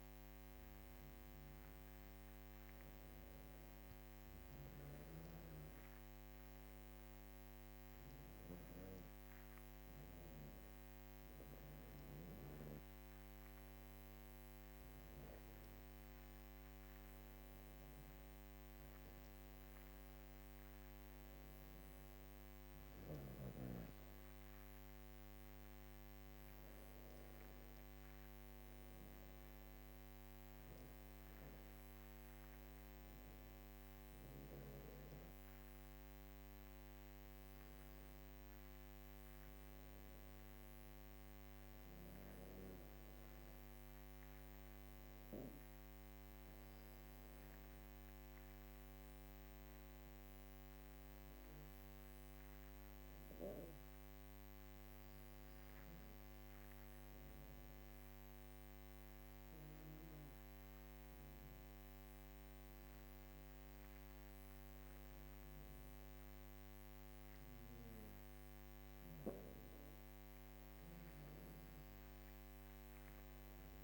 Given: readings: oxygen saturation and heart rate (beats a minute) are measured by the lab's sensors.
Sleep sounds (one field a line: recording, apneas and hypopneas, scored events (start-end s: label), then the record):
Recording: breathing in sleep, hard to hear, by a microphone on the trachea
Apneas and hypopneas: none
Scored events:
none scored
From the record:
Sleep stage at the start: N2 (light sleep)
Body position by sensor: on the back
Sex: female